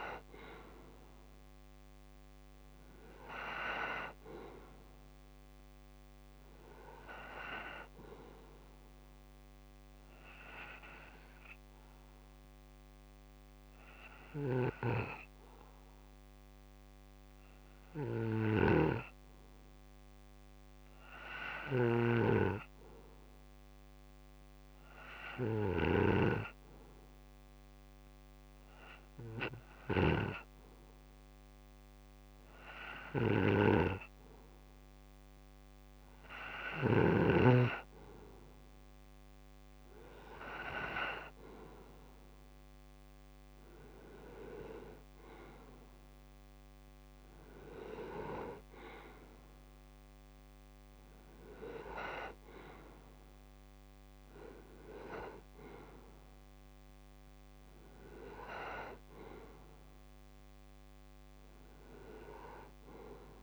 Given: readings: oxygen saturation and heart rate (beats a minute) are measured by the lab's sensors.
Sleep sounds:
breathing in sleep by a microphone on the trachea; 1
0.00-17.50 s: oxygen desaturation (device-marked, oxygen 91% lowest)
9.50-33.00 s: obstructive apnea (oxygen 96% before, 91% lowest)
14.00-37.00 s: snoring (device-marked)
34.50-63.43 s: oxygen desaturation (device-marked, oxygen 96% before, 92% lowest)
42.50-46.50 s: arousal
From the record:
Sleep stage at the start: N2 (light sleep); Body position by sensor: on the right side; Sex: male

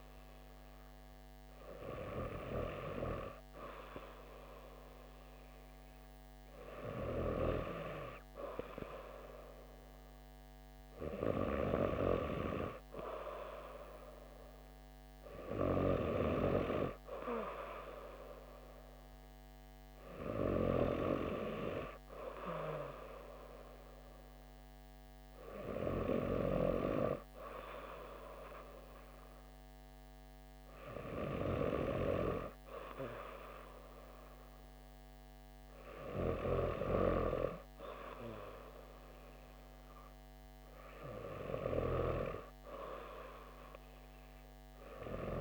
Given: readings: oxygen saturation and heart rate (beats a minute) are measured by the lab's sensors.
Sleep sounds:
breathing in sleep by a microphone on the trachea; none
none scored
From the record:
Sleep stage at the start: N2 (light sleep); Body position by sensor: on the back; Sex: female

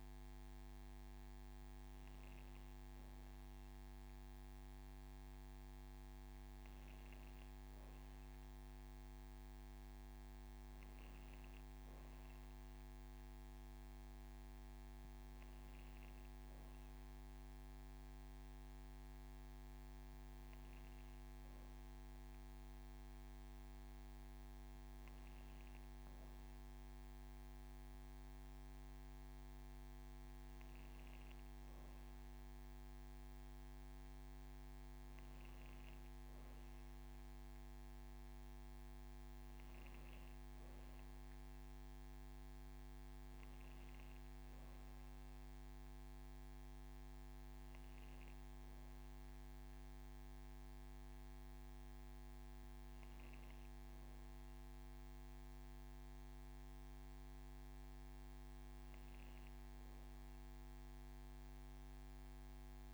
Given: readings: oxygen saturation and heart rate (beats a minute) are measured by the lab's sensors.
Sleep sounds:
breathing in sleep, hard to hear, by a microphone on the trachea; none
2.00-4.00 s: long interval between heartbeats (device-marked, heart rate 48 before, 34 extreme)
7.50-9.50 s: long interval between heartbeats (device-marked, heart rate 52 before, 128 extreme)
10.50-12.50 s: long interval between heartbeats (device-marked, heart rate 65 before, 153 extreme)
21.50-23.50 s: long interval between heartbeats (device-marked, heart rate 110 before, 26 extreme)
24.50-26.50 s: long interval between heartbeats (device-marked, heart rate 109 before, 29 extreme)
41.00-43.00 s: long interval between heartbeats (device-marked)
46.50-48.50 s: long interval between heartbeats (device-marked, heart rate 42 before, 159 extreme)
From the record:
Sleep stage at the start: N2 (light sleep); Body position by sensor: on the back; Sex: female

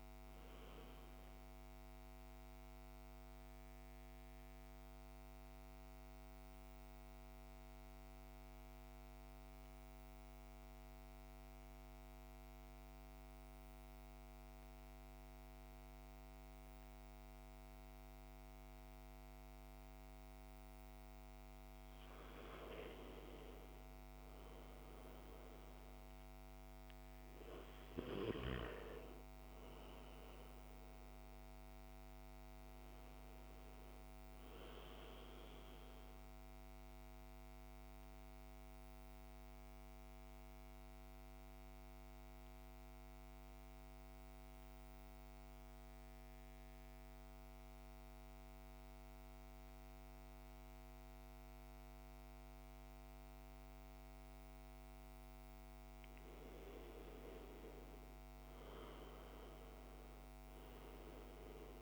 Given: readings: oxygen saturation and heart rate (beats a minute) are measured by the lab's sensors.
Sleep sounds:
breathing in sleep, hard to hear, by a microphone on the trachea; 2
0.00-7.50 s: oxygen desaturation (device-marked, oxygen 87% lowest, heart rate 55 extreme)
0.50-23.00 s: central apnea (oxygen 97% before, 87% lowest, heart rate 63 before, 54 extreme, up 3 after)
21.50-44.50 s: oxygen desaturation (device-marked, oxygen 99% before, 87% lowest, heart rate 58 before, 54 extreme)
25.50-29.50 s: arousal
36.00-54.50 s: mixed apnea (oxygen 99% before, 87% lowest, heart rate 59 before, 52 extreme, up 5 after)
55.50-61.82 s: oxygen desaturation (device-marked, oxygen 98% before, 88% lowest, heart rate 57 before, 52 extreme)
57.00-61.00 s: arousal
From the record:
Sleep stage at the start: N2 (light sleep); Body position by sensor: on the back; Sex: male

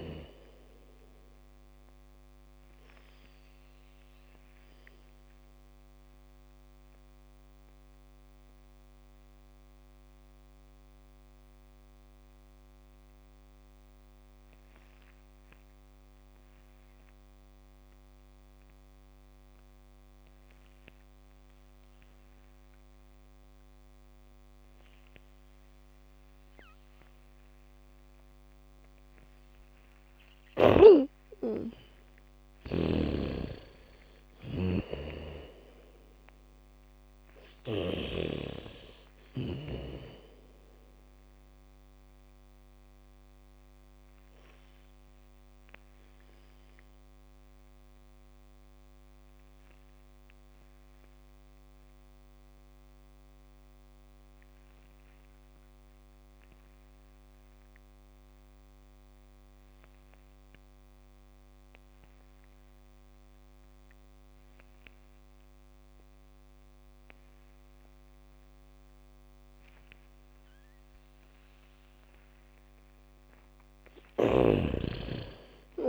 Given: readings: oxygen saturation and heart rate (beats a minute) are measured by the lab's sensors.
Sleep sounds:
breathing in sleep by a microphone on the trachea; 2
0.00-20.00 s: oxygen desaturation (device-marked, oxygen 84% lowest, heart rate 52 extreme)
2.00-30.00 s: mixed apnea (oxygen 99% before, 84% lowest, heart rate 65 before, 52 extreme, up 0 after)
28.00-34.00 s: bradycardia (device-marked, heart rate 69 before, 55 extreme)
31.00-58.00 s: oxygen desaturation (device-marked, oxygen 98% before, 85% lowest, heart rate 72 before, 34 extreme)
31.50-35.50 s: arousal
33.50-38.50 s: snoring (device-marked)
43.00-71.50 s: obstructive apnea (oxygen 98% before, 81% lowest, heart rate 65 before, 34 extreme, up 2 after)
70.00-75.89 s: bradycardia (device-marked, heart rate 69 before, 34 extreme)
72.00-75.89 s: oxygen desaturation (device-marked, oxygen 98% before, 81% lowest, heart rate 70 before, 34 extreme)
74.00-75.89 s: arousal
74.50-75.89 s: snoring (device-marked)
From the record:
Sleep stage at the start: N2 (light sleep); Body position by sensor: on the back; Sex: female

